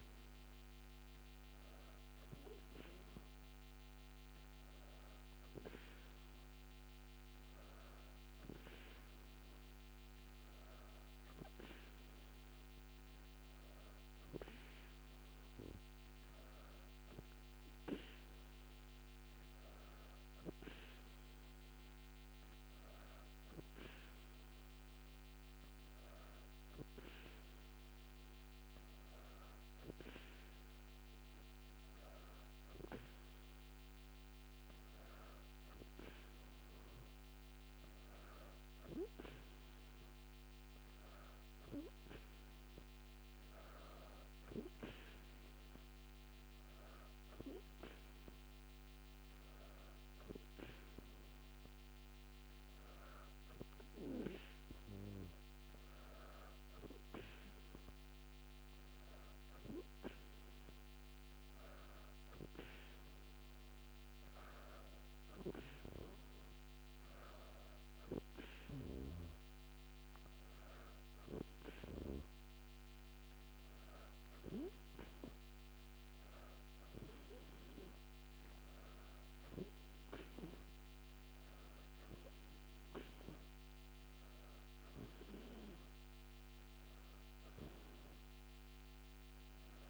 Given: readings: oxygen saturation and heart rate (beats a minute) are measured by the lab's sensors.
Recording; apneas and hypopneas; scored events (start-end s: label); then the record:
breathing in sleep by a microphone on the trachea; none
none scored
From the record:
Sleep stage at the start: N2 (light sleep); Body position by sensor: on the back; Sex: female